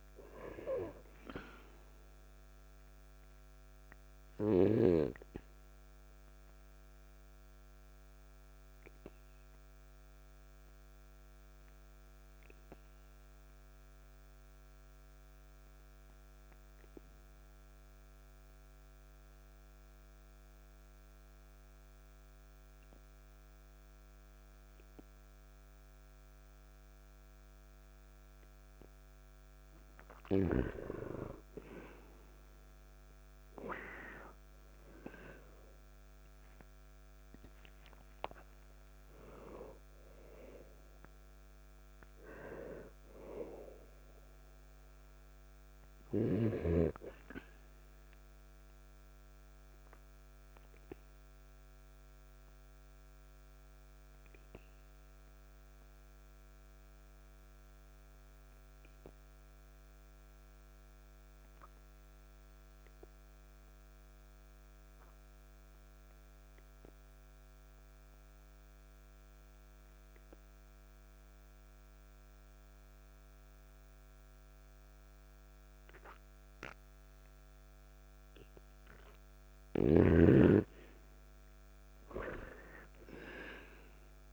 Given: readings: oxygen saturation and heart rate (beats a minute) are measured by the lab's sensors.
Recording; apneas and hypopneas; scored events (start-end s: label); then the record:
breathing in sleep by a microphone on the trachea; 2
6.00-28.00 s: oxygen desaturation (device-marked, oxygen 98% before, 89% lowest, heart rate 54 before, 52 extreme)
8.00-29.50 s: obstructive apnea (oxygen 98% before, 89% lowest, heart rate 54 before, 52 extreme, up 1 after)
32.50-36.00 s: arousal
49.00-78.50 s: obstructive apnea (oxygen 98% before, 90% lowest, heart rate 55 before, 47 extreme, up 6 after)
63.00-72.00 s: oxygen desaturation (device-marked, oxygen 95% before, 92% lowest, heart rate 55 before, 47 extreme)
81.50-84.33 s: arousal
82.00-84.33 s: oxygen desaturation (device-marked, oxygen 98% before, 93% lowest, heart rate 50 before, 52 extreme)
From the record:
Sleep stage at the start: N2 (light sleep); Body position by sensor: on the back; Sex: male